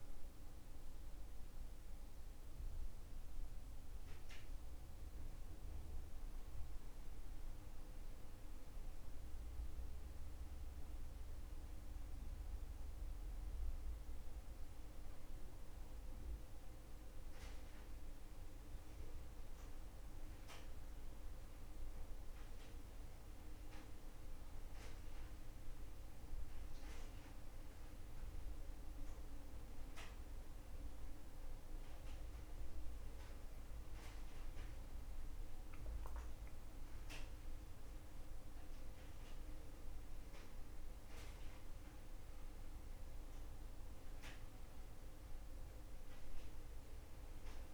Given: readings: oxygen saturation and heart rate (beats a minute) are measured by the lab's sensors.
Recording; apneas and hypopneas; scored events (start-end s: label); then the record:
breathing in sleep, hard to hear, by a room microphone; none
none scored
From the record:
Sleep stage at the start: N2 (light sleep); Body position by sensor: on the back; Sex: male